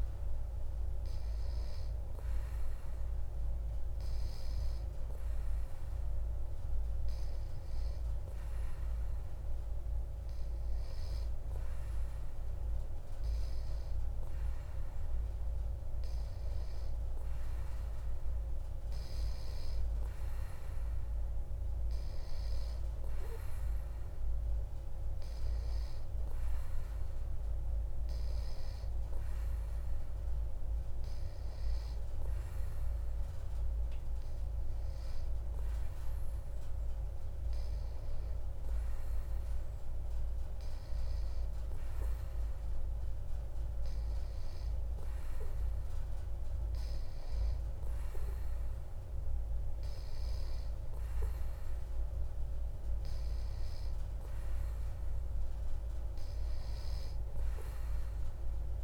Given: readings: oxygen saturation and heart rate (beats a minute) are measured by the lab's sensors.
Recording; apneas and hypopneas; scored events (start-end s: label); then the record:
breathing in sleep, hard to hear, by a room microphone; none
none scored
From the record:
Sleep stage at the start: N3 (deep sleep); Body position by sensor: on the back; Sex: male